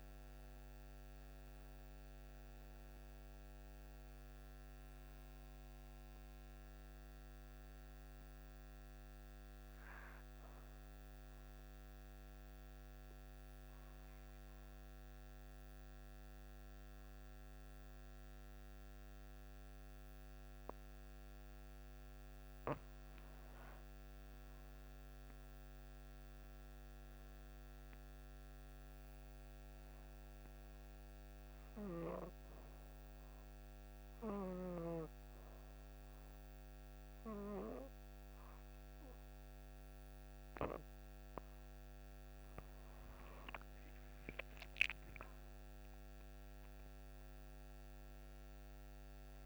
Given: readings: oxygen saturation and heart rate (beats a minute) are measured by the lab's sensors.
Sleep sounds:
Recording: breathing in sleep by a microphone on the trachea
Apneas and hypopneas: 2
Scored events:
0.00-20.00 s: oxygen desaturation (device-marked, oxygen 88% lowest, heart rate 38 extreme)
11.50-23.50 s: obstructive apnea (oxygen 98% before, 88% lowest, heart rate 55 before, 57 extreme, up 25 after)
14.00-49.45 s: new sleep stage, N2 (light sleep)
24.50-28.50 s: arousal
31.50-42.00 s: hypopnea (oxygen 98% before, 88% lowest, heart rate 59 before, 59 extreme, up 11 after)
36.00-45.00 s: oxygen desaturation (device-marked, oxygen 98% before, 93% lowest, heart rate 63 before, 59 extreme)
44.00-49.00 s: arousal
From the record:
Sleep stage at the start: N1 (lightest sleep)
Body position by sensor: on the back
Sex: female

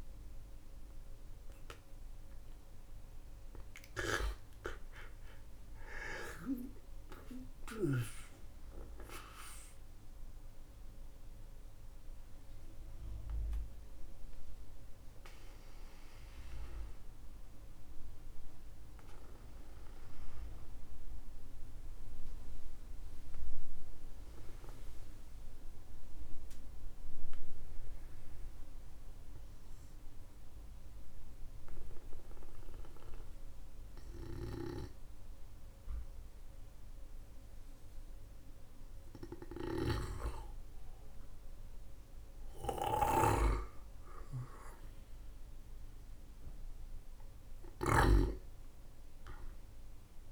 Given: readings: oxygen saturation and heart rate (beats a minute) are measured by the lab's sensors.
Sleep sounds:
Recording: breathing in sleep by a room microphone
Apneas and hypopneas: 1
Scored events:
0.00-1.00 s: oxygen desaturation (device-marked, oxygen 92% lowest, heart rate 44 extreme)
0.00-4.50 s: arousal
7.00-39.50 s: mixed apnea (oxygen 98% before, 95% lowest, heart rate 64 before, 44 extreme, up 16 after)
39.50-48.00 s: snoring (device-marked)
43.50-48.50 s: arousal
From the record:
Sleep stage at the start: N2 (light sleep)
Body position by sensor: on the back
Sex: male

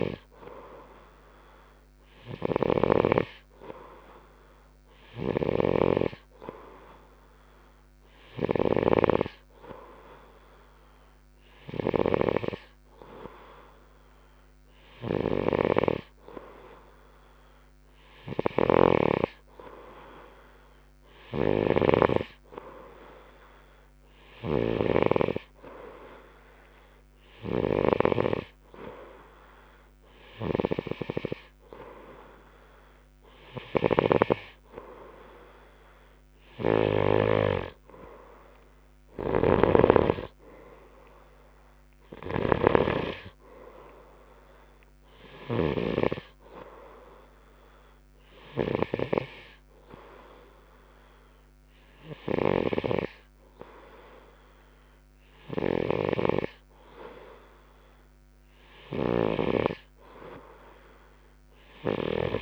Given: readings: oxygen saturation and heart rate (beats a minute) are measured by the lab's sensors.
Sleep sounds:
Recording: breathing in sleep by a microphone on the trachea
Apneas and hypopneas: none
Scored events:
0.00-6.50 s: snoring (device-marked)
37.00-40.50 s: snoring (device-marked)
42.50-46.50 s: snoring (device-marked)
From the record:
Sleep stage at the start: N2 (light sleep)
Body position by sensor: on the right side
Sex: male

